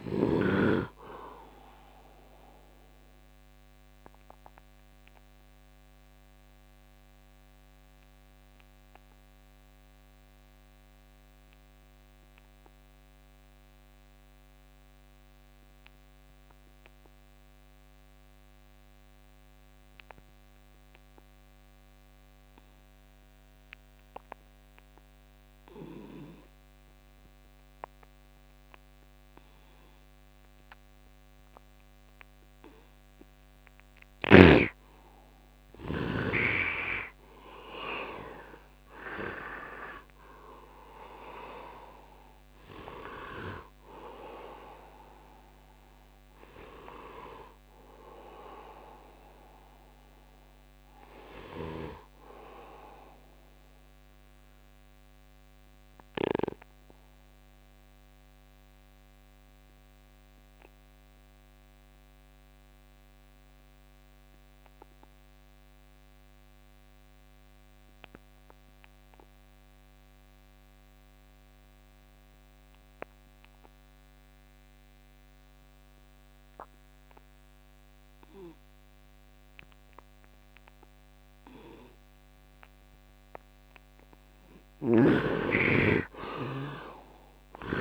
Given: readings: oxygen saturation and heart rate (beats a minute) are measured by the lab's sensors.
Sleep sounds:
breathing in sleep by a microphone on the trachea; 2
0.00-23.50 s: oxygen desaturation (device-marked, oxygen 67% lowest, heart rate 68 extreme)
2.50-35.50 s: obstructive apnea (oxygen 96% before, 67% lowest, heart rate 79 before, 68 extreme, up 9 after)
28.50-61.50 s: oxygen desaturation (device-marked, oxygen 99% before, 68% lowest, heart rate 71 before, 71 extreme)
37.50-42.00 s: arousal
55.00-83.50 s: obstructive apnea (oxygen 99% before, 69% lowest, heart rate 78 before, 71 extreme, up 8 after)
73.50-87.81 s: oxygen desaturation (device-marked, oxygen 100% before, 74% lowest, heart rate 74 before, 71 extreme)
84.50-87.81 s: snoring (device-marked)
85.50-87.81 s: arousal
From the record:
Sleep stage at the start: N2 (light sleep); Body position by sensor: on the right side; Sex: male

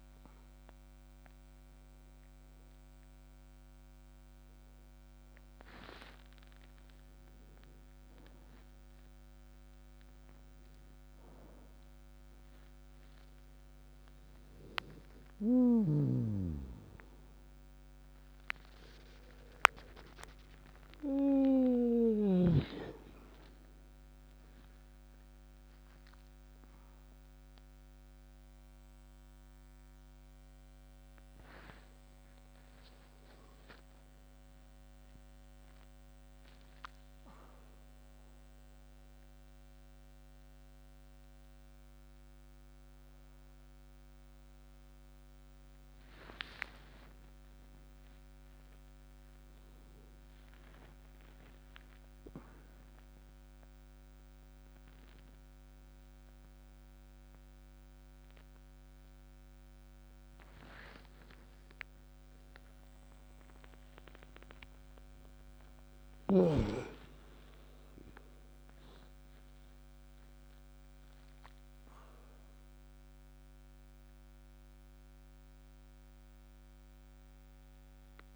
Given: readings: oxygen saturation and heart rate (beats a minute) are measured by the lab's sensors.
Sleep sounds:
a person awake in a sleep study, by a microphone on the trachea; none
none scored
From the record:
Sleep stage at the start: awake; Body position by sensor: on the back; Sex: male

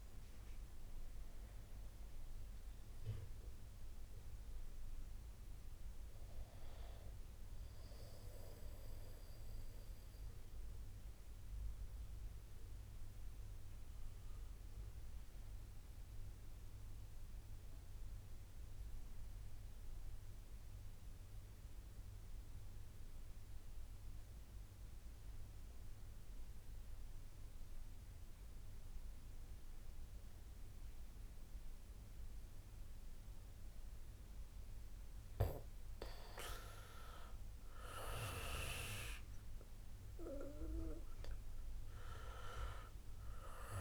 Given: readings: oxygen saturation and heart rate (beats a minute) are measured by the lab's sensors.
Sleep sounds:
breathing in sleep by a room microphone; 1
0.00-2.00 s: arousal
0.00-23.50 s: oxygen desaturation (device-marked, oxygen 84% lowest, heart rate 49 extreme)
9.00-35.00 s: obstructive apnea (oxygen 94% before, 84% lowest, heart rate 62 before, 50 extreme, up 1 after)
36.50-43.81 s: oxygen desaturation (device-marked, oxygen 98% before, 88% lowest, heart rate 67 before, 50 extreme)
37.50-40.00 s: arousal
From the record:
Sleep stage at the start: N2 (light sleep); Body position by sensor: on the back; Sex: male

